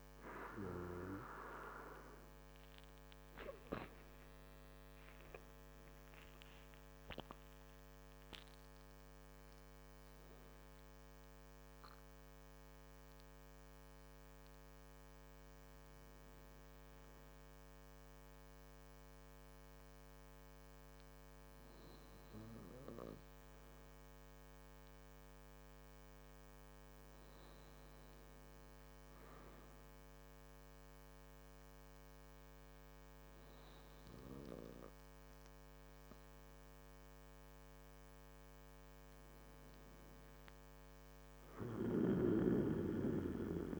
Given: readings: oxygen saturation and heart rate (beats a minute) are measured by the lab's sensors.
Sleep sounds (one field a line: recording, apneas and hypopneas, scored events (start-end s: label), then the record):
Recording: breathing in sleep by a microphone on the trachea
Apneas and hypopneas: none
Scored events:
4.50-9.50 s: arousal
From the record:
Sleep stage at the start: N2 (light sleep)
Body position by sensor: on the back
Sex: male